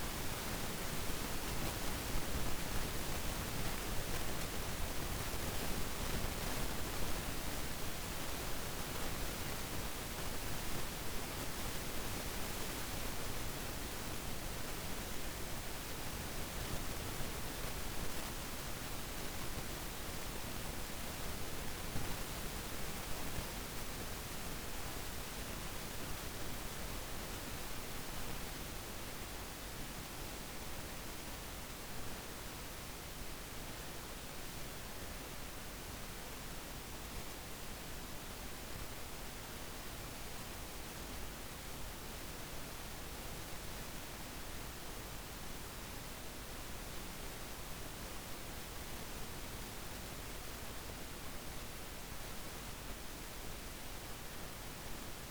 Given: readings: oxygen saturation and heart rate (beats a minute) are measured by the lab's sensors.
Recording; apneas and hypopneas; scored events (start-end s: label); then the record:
a person partly awake in a sleep study, by a microphone on the trachea; none
22.50-55.31 s: new sleep stage, N1 (lightest sleep)
From the record:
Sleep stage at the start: awake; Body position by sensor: on the back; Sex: female